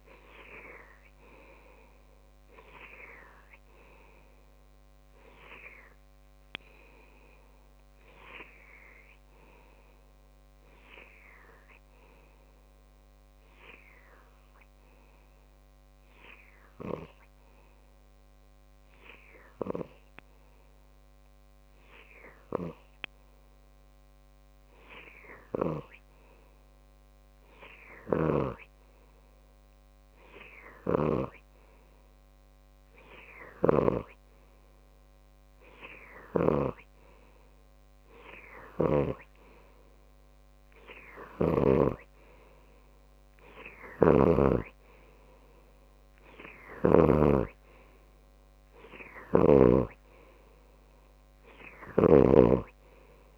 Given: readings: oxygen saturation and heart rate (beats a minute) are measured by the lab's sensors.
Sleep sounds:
breathing in sleep by a microphone on the trachea; 1
0.00-8.50 s: oxygen desaturation (device-marked, oxygen 94% lowest)
9.50-28.50 s: obstructive apnea (oxygen 97% before, 93% lowest)
30.50-33.50 s: arousal
39.00-47.50 s: snoring (device-marked)
40.50-53.37 s: oxygen desaturation (device-marked, oxygen 98% before, 93% lowest)
52.00-53.37 s: snoring (device-marked)
From the record:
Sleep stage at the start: N2 (light sleep); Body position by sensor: on the left side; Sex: male

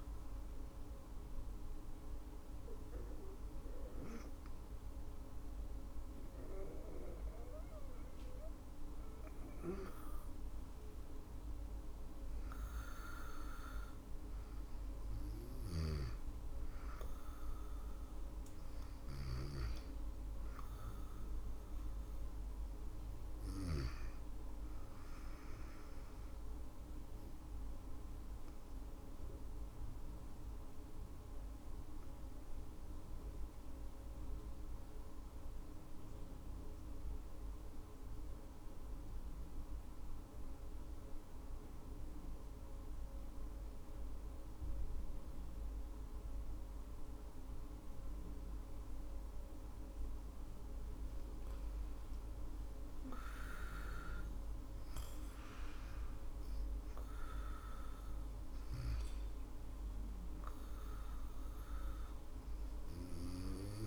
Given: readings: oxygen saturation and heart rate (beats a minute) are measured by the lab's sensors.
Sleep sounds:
breathing in sleep by a room microphone; 1
0.00-12.50 s: drop in pulse transit time (device-marked, heart rate 71 extreme)
0.00-16.50 s: oxygen desaturation (device-marked, oxygen 92% lowest, heart rate 57 extreme)
19.00-23.00 s: arousal
26.50-49.00 s: obstructive apnea (oxygen 99% before, 92% lowest, heart rate 67 before, 60 extreme, up 13 after)
33.50-43.50 s: drop in pulse transit time (device-marked, heart rate 62 before, 62 extreme)
49.50-63.87 s: oxygen desaturation (device-marked, oxygen 98% before, 92% lowest, heart rate 66 before, 66 extreme)
51.00-55.00 s: arousal
From the record:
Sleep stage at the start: N2 (light sleep); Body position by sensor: on the back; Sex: female

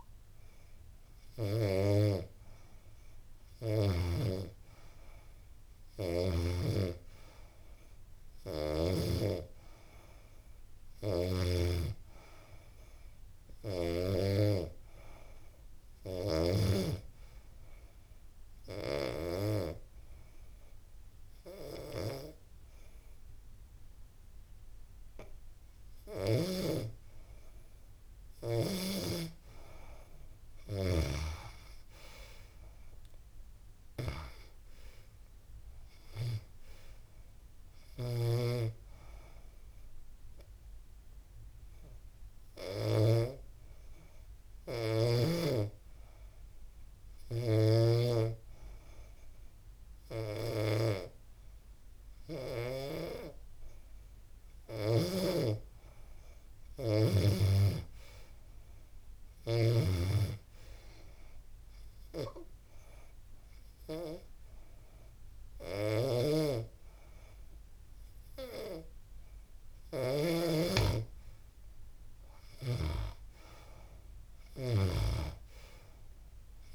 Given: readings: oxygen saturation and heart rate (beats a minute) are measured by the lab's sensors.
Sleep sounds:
breathing in sleep by a room microphone; 3
0.00-17.00 s: oxygen desaturation (device-marked, oxygen 91% lowest, heart rate 84 extreme)
12.00-15.00 s: arousal
16.50-26.50 s: obstructive apnea (oxygen 94% before, 87% lowest, heart rate 86 before, 84 extreme, up 2 after)
28.00-47.00 s: oxygen desaturation (device-marked, oxygen 93% before, 87% lowest, heart rate 85 before, 85 extreme)
31.50-35.00 s: arousal
38.50-53.00 s: hypopnea (oxygen 93% before, 87% lowest, heart rate 86 before, 85 extreme, up 1 after)
54.00-59.00 s: snoring (device-marked)
55.00-58.00 s: arousal
61.00-71.00 s: oxygen desaturation (device-marked, oxygen 96% before, 89% lowest, heart rate 86 before, 86 extreme)
61.50-71.50 s: hypopnea (oxygen 96% before, 89% lowest, heart rate 86 before, 86 extreme, up 2 after)
73.50-76.00 s: arousal
From the record:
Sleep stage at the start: N2 (light sleep); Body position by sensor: on the back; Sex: female

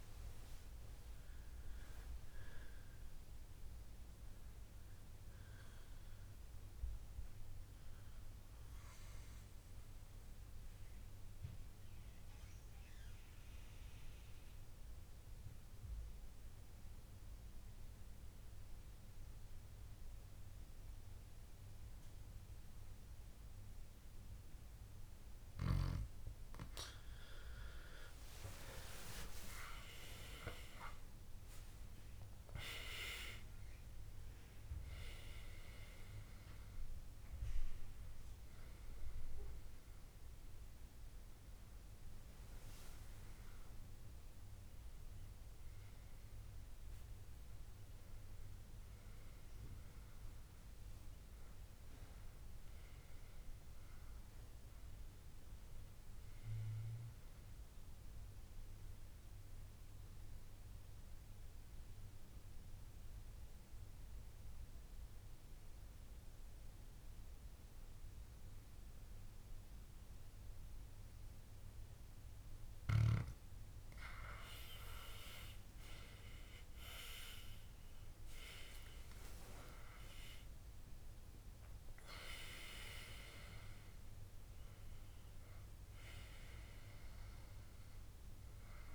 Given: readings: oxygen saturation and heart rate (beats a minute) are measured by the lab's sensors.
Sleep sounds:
breathing in sleep by a room microphone; 2
0.00-19.50 s: oxygen desaturation (device-marked, oxygen 94% lowest, heart rate 63 extreme)
9.00-26.00 s: obstructive apnea (oxygen 98% before, 92% lowest, heart rate 73 before, 63 extreme, up 17 after)
28.00-33.00 s: arousal
28.50-50.50 s: oxygen desaturation (device-marked, oxygen 98% before, 92% lowest, heart rate 65 before, 63 extreme)
53.50-56.50 s: arousal
58.50-73.00 s: obstructive apnea (oxygen 98% before, 91% lowest, heart rate 72 before, 63 extreme, up 16 after)
75.50-79.50 s: arousal
75.50-88.95 s: oxygen desaturation (device-marked, oxygen 97% before, 91% lowest, heart rate 66 before, 62 extreme)
From the record:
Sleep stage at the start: N2 (light sleep); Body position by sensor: on the back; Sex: male

